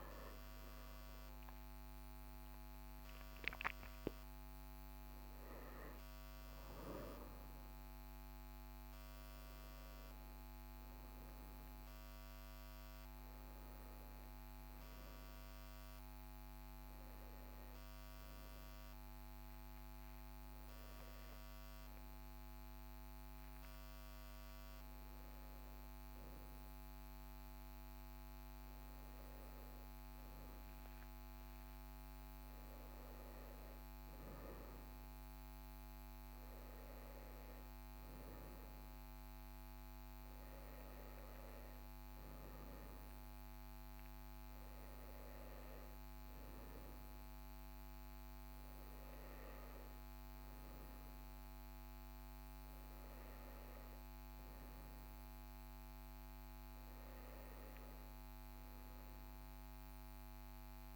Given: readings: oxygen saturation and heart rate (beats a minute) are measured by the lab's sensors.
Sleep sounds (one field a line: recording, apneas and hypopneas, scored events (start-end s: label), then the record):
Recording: breathing in sleep, hard to hear, by a microphone on the trachea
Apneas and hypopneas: none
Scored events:
20.00-24.50 s: arousal
From the record:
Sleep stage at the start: N1 (lightest sleep)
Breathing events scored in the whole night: 227 in 7.2 hours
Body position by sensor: on the right side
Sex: male